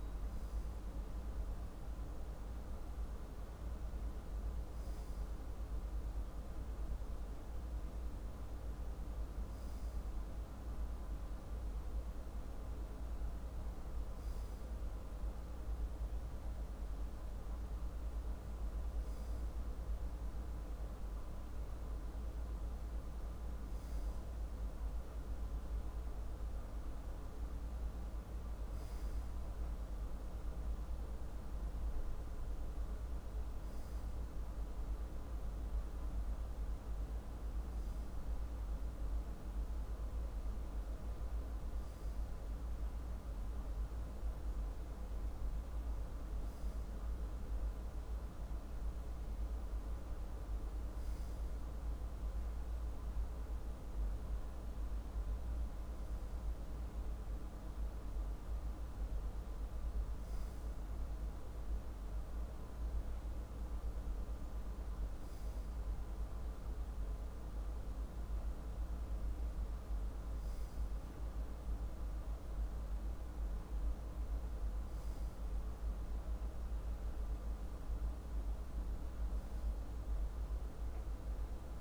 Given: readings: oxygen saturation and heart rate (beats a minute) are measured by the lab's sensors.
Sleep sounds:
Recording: breathing in sleep, hard to hear, by a room microphone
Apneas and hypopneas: none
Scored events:
none scored
From the record:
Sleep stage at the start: N2 (light sleep)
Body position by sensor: on the left side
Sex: male

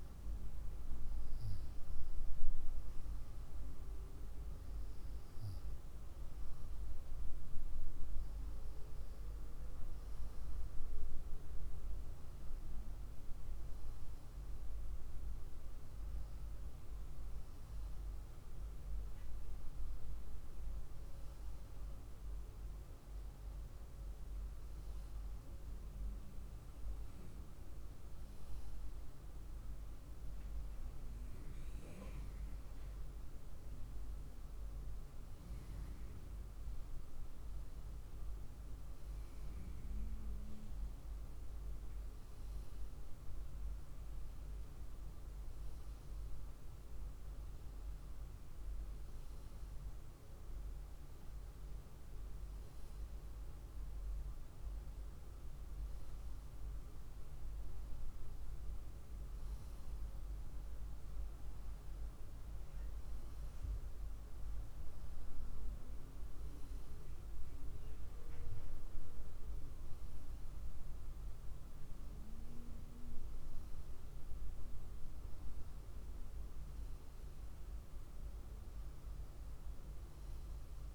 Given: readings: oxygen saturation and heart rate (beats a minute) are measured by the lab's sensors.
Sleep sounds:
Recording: breathing in sleep, hard to hear, by a room microphone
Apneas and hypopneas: none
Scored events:
none scored
From the record:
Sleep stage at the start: N1 (lightest sleep)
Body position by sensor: on the right side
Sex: female

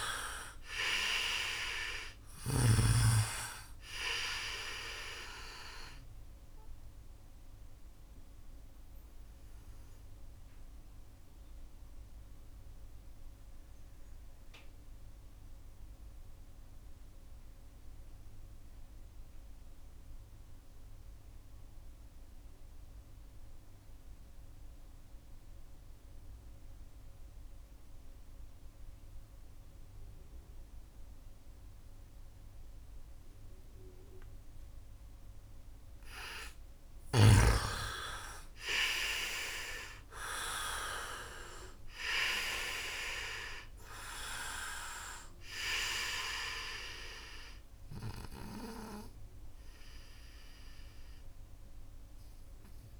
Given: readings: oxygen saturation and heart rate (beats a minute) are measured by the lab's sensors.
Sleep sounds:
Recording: breathing in sleep by a room microphone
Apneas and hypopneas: 1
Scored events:
0.00-2.00 s: snoring (device-marked)
0.00-22.00 s: oxygen desaturation (device-marked, oxygen 83% lowest, heart rate 67 extreme)
7.00-34.00 s: obstructive apnea (oxygen 98% before, 83% lowest, heart rate 72 before, 67 extreme, up 3 after)
36.00-53.00 s: oxygen desaturation (device-marked, oxygen 98% before, 83% lowest, heart rate 71 before, 67 extreme)
36.50-41.50 s: arousal
From the record:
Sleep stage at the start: N2 (light sleep)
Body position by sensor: on the right side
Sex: male

